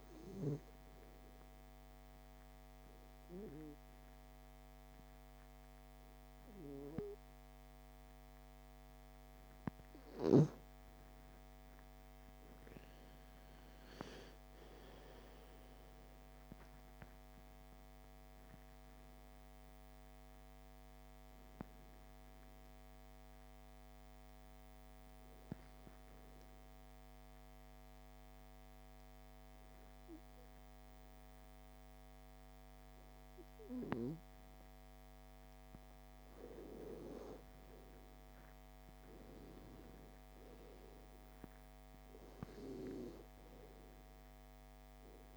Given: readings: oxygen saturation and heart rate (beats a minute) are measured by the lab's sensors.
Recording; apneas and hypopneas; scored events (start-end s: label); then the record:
breathing in sleep by a microphone on the trachea; 2
0.50-10.50 s: obstructive apnea (oxygen 97% before, 91% lowest)
4.00-18.00 s: oxygen desaturation (device-marked, oxygen 97% before, 91% lowest)
11.50-14.50 s: arousal
23.50-35.50 s: obstructive apnea (oxygen 97% before, 89% lowest)
35.00-44.00 s: oxygen desaturation (device-marked, oxygen 96% before, 93% lowest)
37.50-41.00 s: arousal
From the record:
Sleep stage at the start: N2 (light sleep); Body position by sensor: on the back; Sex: female